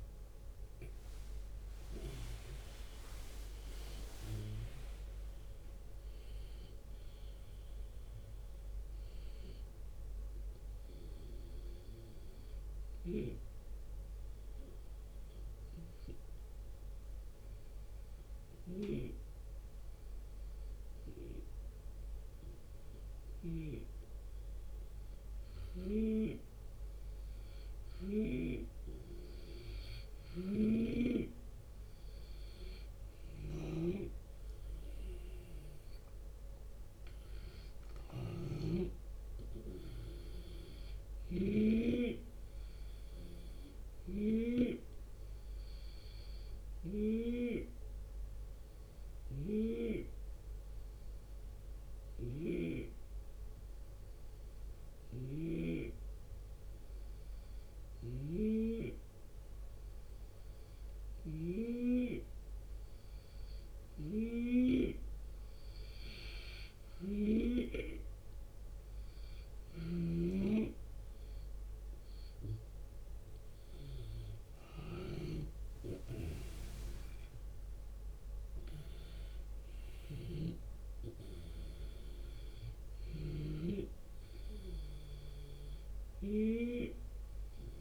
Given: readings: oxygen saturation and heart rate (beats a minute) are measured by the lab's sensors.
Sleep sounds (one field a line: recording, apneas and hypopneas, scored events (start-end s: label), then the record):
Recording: breathing in sleep by a room microphone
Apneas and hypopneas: 2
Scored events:
9.50-26.00 s: hypopnea (oxygen 94% before, 88% lowest)
10.00-24.00 s: oxygen desaturation (device-marked, oxygen 92% before, 89% lowest)
13.00-15.00 s: long interval between heartbeats (device-marked)
18.00-23.00 s: snoring (device-marked)
30.00-38.50 s: snoring (device-marked)
31.00-36.00 s: arousal
40.50-44.00 s: snoring (device-marked)
47.50-63.00 s: hypopnea (oxygen 94% before, 88% lowest)
48.50-67.00 s: snoring (device-marked)
72.50-77.50 s: arousal
74.00-87.81 s: oxygen desaturation (device-marked, oxygen 92% before, 88% lowest)
79.50-87.81 s: snoring (device-marked)
From the record:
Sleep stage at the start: N2 (light sleep)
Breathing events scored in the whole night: 321 in 4.1 hours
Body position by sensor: on the left side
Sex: male